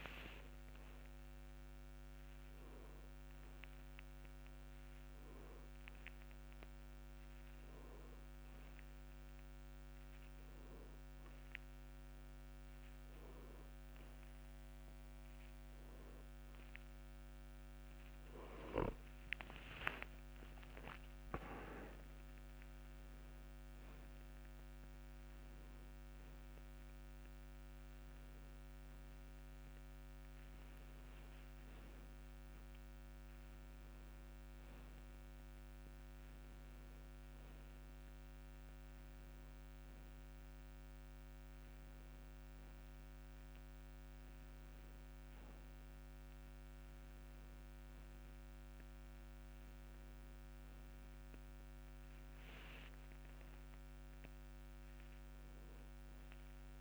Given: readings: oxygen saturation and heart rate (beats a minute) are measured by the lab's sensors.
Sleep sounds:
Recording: a person awake in a sleep study, hard to hear, by a microphone on the trachea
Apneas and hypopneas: none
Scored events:
29.00-34.50 s: arousal
From the record:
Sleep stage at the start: awake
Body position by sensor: on the back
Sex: male

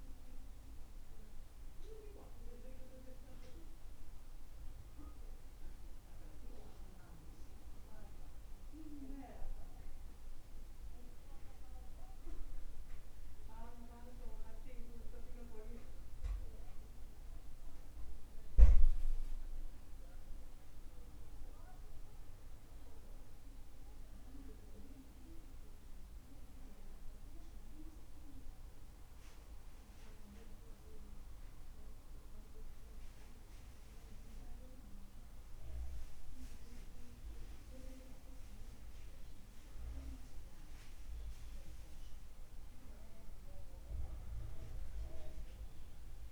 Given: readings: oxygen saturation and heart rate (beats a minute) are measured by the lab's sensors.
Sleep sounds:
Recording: breathing in sleep by a room microphone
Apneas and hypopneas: none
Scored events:
none scored
From the record:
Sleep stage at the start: N2 (light sleep)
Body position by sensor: on the back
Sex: male

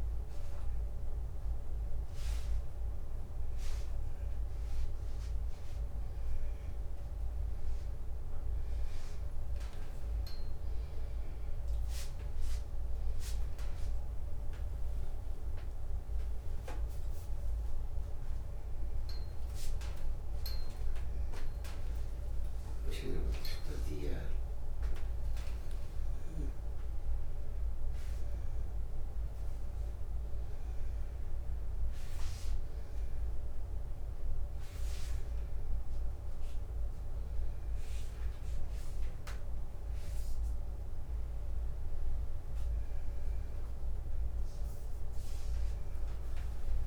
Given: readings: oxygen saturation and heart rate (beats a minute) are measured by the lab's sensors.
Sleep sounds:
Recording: a person awake in a sleep study, hard to hear, by a room microphone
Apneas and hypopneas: none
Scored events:
21.50-30.50 s: oxygen desaturation (device-marked, oxygen 96% before, 92% lowest)
From the record:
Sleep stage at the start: awake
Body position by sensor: upright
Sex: male

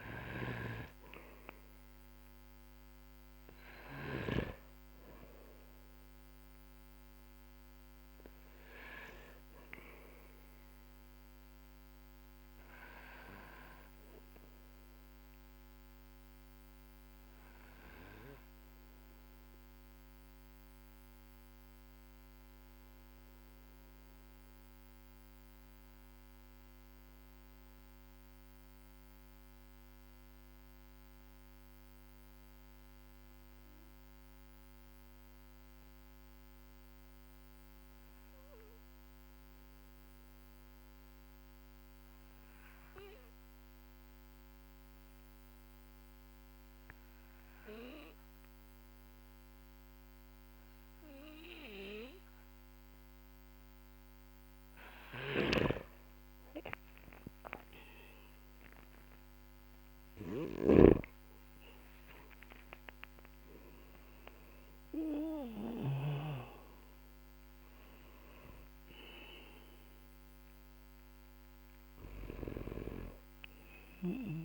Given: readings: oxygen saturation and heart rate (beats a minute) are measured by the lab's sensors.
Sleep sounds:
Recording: breathing in sleep by a microphone on the trachea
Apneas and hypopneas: 1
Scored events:
0.00-4.00 s: snoring (device-marked)
0.00-31.00 s: oxygen desaturation (device-marked, oxygen 93% lowest, heart rate 43 extreme)
16.50-56.50 s: obstructive apnea (oxygen 98% before, 92% lowest, heart rate 53 before, 46 extreme, up 7 after)
54.50-65.50 s: snoring (device-marked)
58.00-62.00 s: arousal
66.00-74.45 s: oxygen desaturation (device-marked, oxygen 97% before, 92% lowest, heart rate 56 before, 45 extreme)
71.50-74.45 s: snoring (device-marked)
From the record:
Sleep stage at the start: N2 (light sleep)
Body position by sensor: on the back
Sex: male

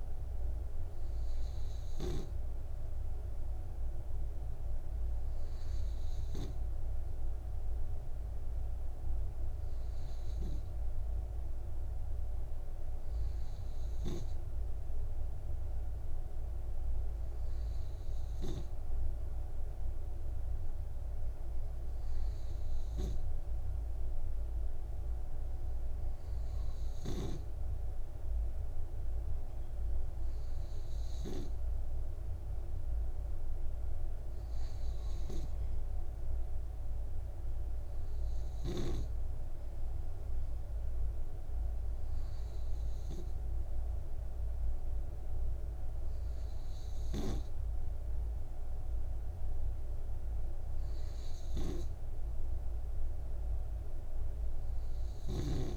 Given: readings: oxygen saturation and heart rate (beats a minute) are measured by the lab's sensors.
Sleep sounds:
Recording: breathing in sleep by a room microphone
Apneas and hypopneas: none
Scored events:
none scored
From the record:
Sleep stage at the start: N2 (light sleep)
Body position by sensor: on the right side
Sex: male

